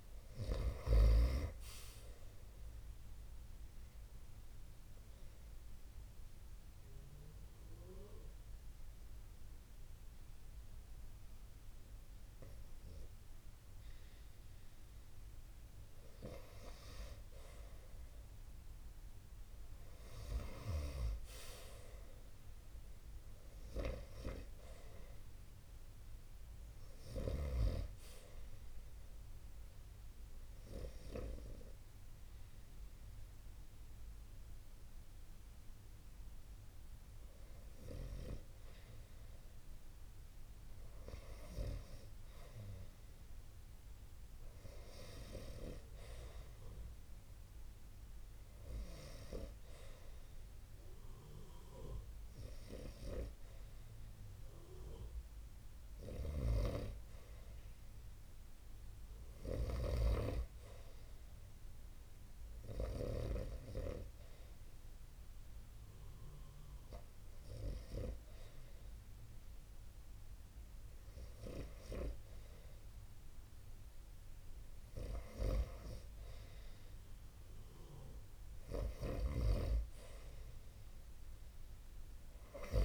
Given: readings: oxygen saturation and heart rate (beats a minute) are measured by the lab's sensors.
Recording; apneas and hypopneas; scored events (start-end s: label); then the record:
breathing in sleep by a room microphone; 3
0.00-1.00 s: oxygen desaturation (device-marked, oxygen 86% lowest)
3.00-15.00 s: obstructive apnea (oxygen 93% before, 84% lowest)
17.00-20.50 s: arousal
20.00-43.00 s: oxygen desaturation (device-marked, oxygen 94% before, 85% lowest)
28.50-40.50 s: obstructive apnea (oxygen 94% before, 84% lowest)
43.00-47.50 s: arousal
49.00-64.00 s: oxygen desaturation (device-marked, oxygen 91% before, 84% lowest)
64.00-75.50 s: hypopnea (oxygen 91% before, 83% lowest)
66.00-76.00 s: oxygen desaturation (device-marked, oxygen 87% before, 84% lowest)
81.00-82.85 s: arousal
From the record:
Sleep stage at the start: REM sleep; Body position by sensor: on the right side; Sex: male